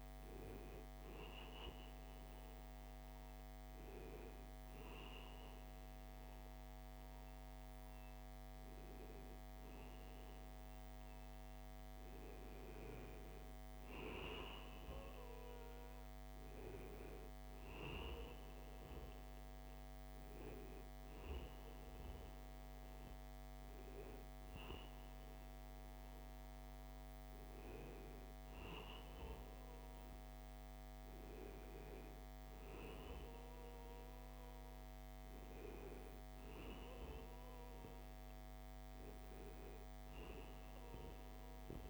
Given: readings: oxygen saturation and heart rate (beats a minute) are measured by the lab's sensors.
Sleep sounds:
breathing in sleep, hard to hear, by a microphone on the trachea; none
13.00-15.00 s: long interval between heartbeats (device-marked, heart rate 77 before, 76 extreme)
From the record:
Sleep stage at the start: N1 (lightest sleep); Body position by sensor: on the right side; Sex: male

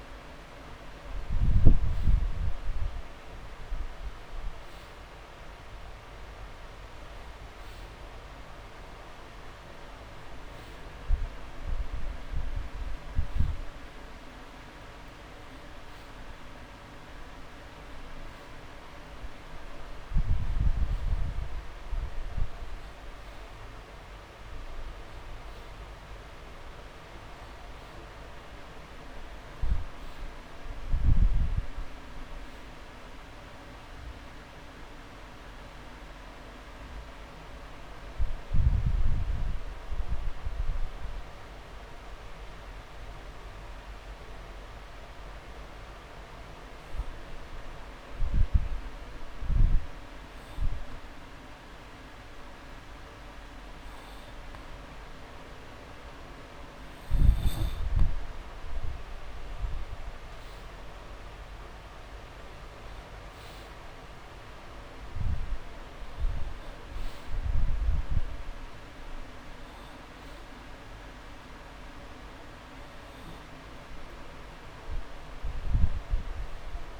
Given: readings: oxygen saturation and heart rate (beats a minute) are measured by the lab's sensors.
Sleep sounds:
breathing in sleep, hard to hear, by a room microphone; 1
32.00-48.00 s: drop in pulse transit time (device-marked)
33.50-37.50 s: arousal
41.50-55.50 s: hypopnea (oxygen 97% before, 94% lowest)
57.50-61.00 s: arousal
60.00-75.00 s: drop in pulse transit time (device-marked)
63.00-77.00 s: oxygen desaturation (device-marked, oxygen 97% before, 94% lowest)
From the record:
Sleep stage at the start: N2 (light sleep); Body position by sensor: on the back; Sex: male

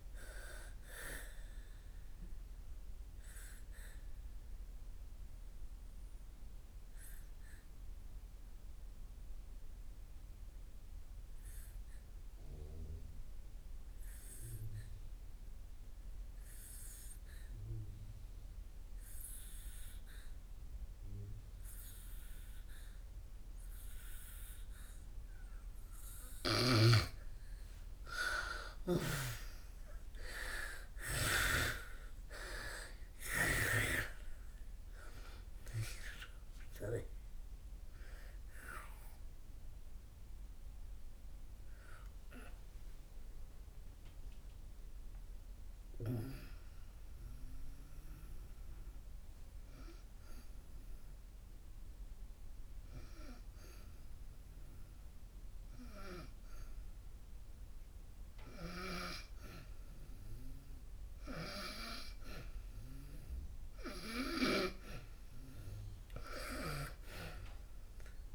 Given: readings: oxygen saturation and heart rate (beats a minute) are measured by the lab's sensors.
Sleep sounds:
breathing in sleep by a room microphone; 2
0.00-17.00 s: oxygen desaturation (device-marked, oxygen 80% lowest, heart rate 59 extreme)
2.50-26.00 s: obstructive apnea (oxygen 97% before, 80% lowest, heart rate 75 before, 59 extreme, up 29 after)
23.00-50.00 s: oxygen desaturation (device-marked, oxygen 98% before, 83% lowest, heart rate 63 before, 63 extreme)
28.00-32.00 s: arousal
40.00-63.50 s: hypopnea (oxygen 98% before, 82% lowest, heart rate 73 before, 60 extreme, up 10 after)
67.00-68.35 s: arousal
From the record:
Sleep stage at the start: N2 (light sleep); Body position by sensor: on the back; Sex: female

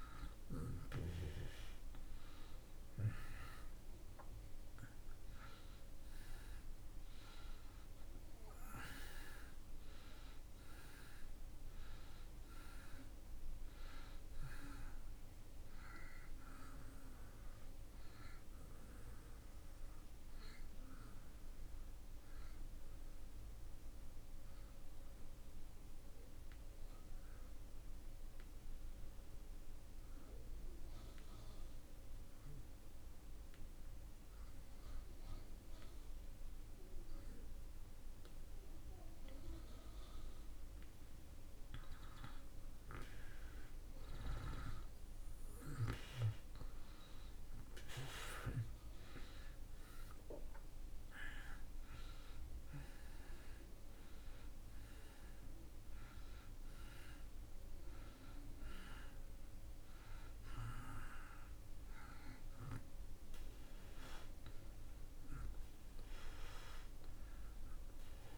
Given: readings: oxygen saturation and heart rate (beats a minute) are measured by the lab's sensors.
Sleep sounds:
breathing in sleep by a room microphone; 1
0.00-3.50 s: arousal
6.00-33.00 s: oxygen desaturation (device-marked, oxygen 95% before, 83% lowest)
24.00-41.00 s: obstructive apnea (oxygen 95% before, 83% lowest)
43.50-48.50 s: arousal
50.00-68.38 s: oxygen desaturation (device-marked, oxygen 95% before, 84% lowest)
From the record:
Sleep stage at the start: N2 (light sleep); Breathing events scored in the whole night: 334 in 5.8 hours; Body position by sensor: on the back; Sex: male

